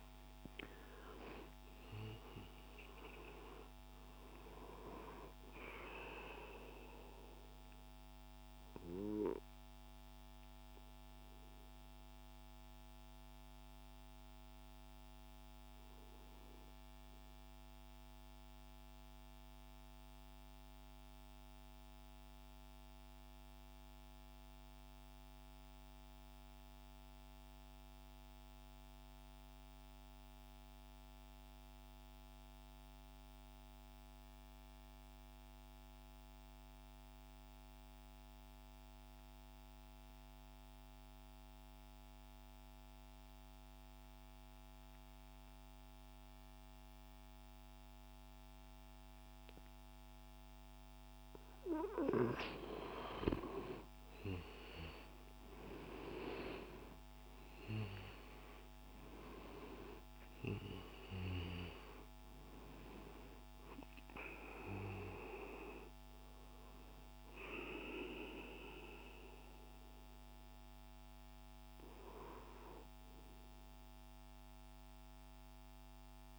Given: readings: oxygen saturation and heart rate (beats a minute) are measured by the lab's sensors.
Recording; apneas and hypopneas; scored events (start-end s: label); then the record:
breathing in sleep by a microphone on the trachea; 1
0.00-22.50 s: oxygen desaturation (device-marked, oxygen 88% lowest)
10.50-51.50 s: mixed apnea (oxygen 96% before, 88% lowest)
40.50-76.39 s: oxygen desaturation (device-marked, oxygen 98% before, 88% lowest, heart rate 147 before, 38 extreme)
53.50-58.00 s: arousal
From the record:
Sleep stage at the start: N2 (light sleep); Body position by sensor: on the right side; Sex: male